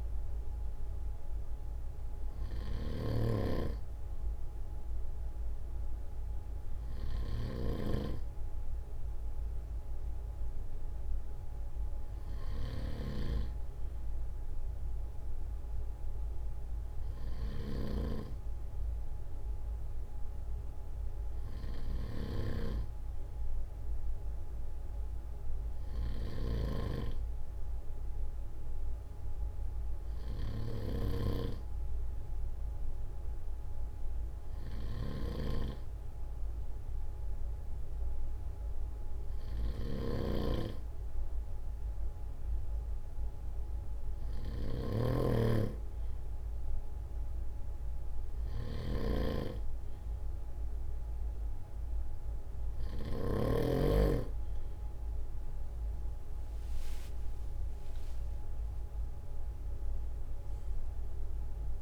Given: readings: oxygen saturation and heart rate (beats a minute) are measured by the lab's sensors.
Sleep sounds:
breathing in sleep by a room microphone; none
0.00-53.50 s: snoring (device-marked)
55.00-58.50 s: arousal
From the record:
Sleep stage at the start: N2 (light sleep); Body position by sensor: on the front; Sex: male

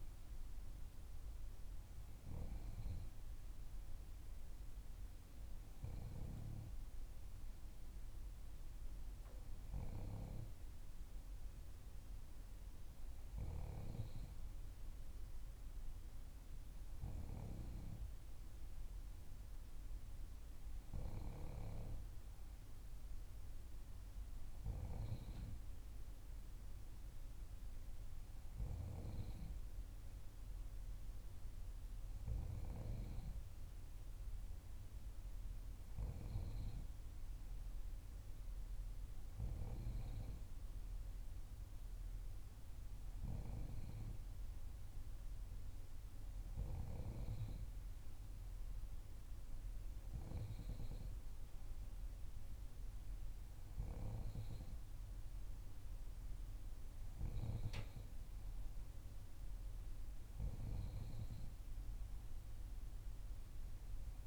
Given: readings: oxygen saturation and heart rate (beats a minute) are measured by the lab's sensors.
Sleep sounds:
breathing in sleep by a room microphone; none
none scored
From the record:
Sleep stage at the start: N3 (deep sleep); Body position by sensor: on the back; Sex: female

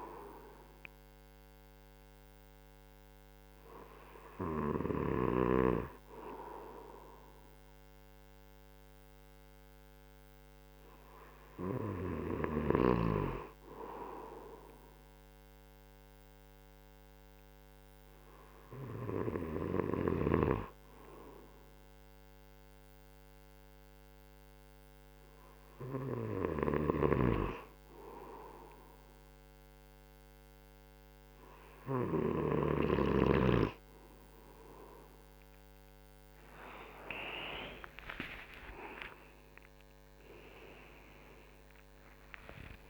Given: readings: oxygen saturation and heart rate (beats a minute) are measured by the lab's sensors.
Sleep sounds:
breathing in sleep by a microphone on the trachea; none
27.00-33.50 s: snoring (device-marked)
39.00-42.90 s: arousal
From the record:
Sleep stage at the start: N2 (light sleep); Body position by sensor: on the right side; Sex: male

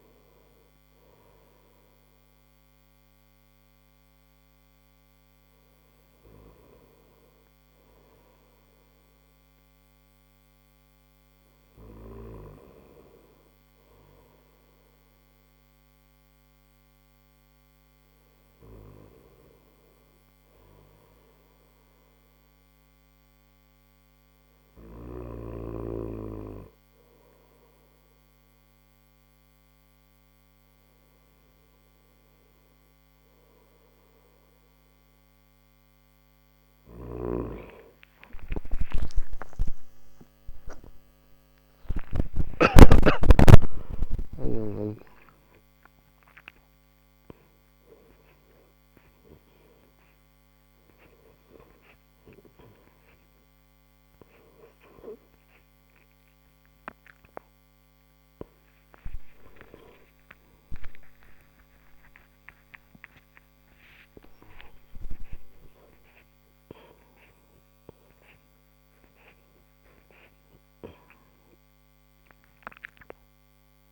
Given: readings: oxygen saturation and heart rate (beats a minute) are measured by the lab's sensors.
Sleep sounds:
breathing in sleep by a microphone on the trachea; none
none scored
From the record:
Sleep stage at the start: N3 (deep sleep); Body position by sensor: on the back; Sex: male

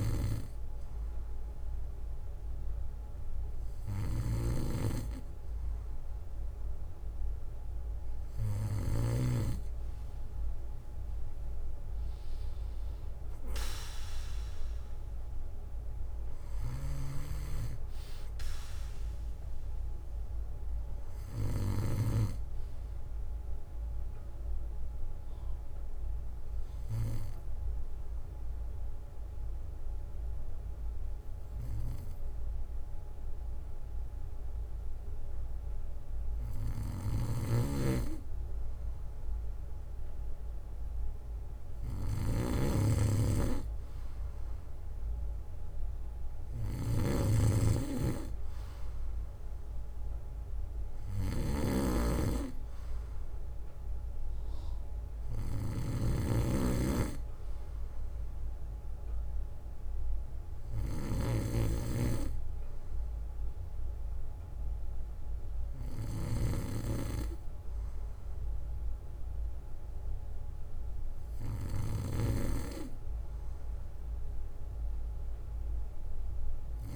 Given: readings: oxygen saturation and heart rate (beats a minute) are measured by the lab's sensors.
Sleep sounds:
breathing in sleep by a room microphone; 1
0.00-1.50 s: bradycardia (device-marked, heart rate 60 extreme)
4.00-9.50 s: snoring (device-marked)
17.50-20.50 s: arousal
24.00-37.00 s: obstructive apnea (oxygen 95% before, 93% lowest, heart rate 65 before, 54 extreme, up 4 after)
31.50-45.50 s: bradycardia (device-marked, heart rate 62 before, 54 extreme)
37.00-66.50 s: snoring (device-marked)
39.00-42.50 s: arousal
60.50-62.50 s: bradycardia (device-marked, heart rate 62 before, 59 extreme)
From the record:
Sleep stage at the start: N2 (light sleep); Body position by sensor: on the back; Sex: male

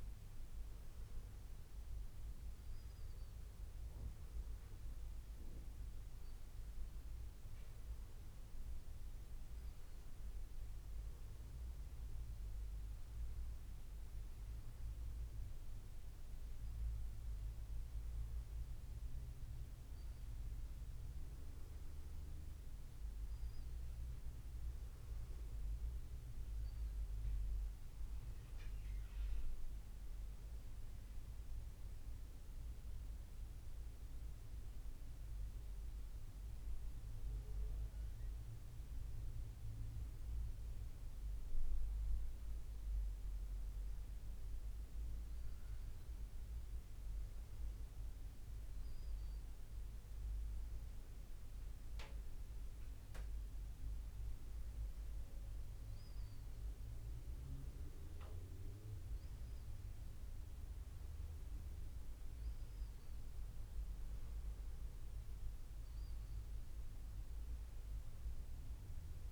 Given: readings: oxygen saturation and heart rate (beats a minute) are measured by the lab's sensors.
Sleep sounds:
a person partly awake in a sleep study, hard to hear, by a room microphone; none
19.50-69.32 s: new sleep stage, N1 (lightest sleep)
From the record:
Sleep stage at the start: awake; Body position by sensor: on the back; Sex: male

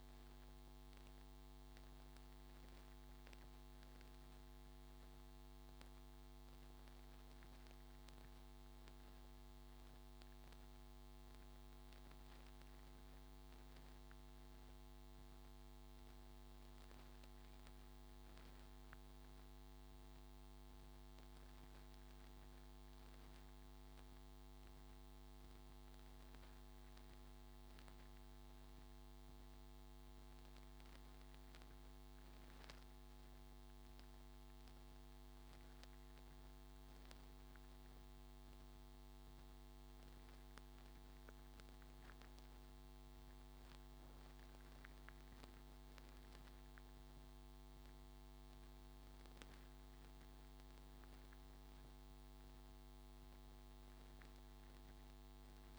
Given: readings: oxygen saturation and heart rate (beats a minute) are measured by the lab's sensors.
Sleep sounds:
breathing in sleep, hard to hear, by a microphone on the trachea; none
none scored
From the record:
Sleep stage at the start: N2 (light sleep); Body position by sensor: on the front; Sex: male

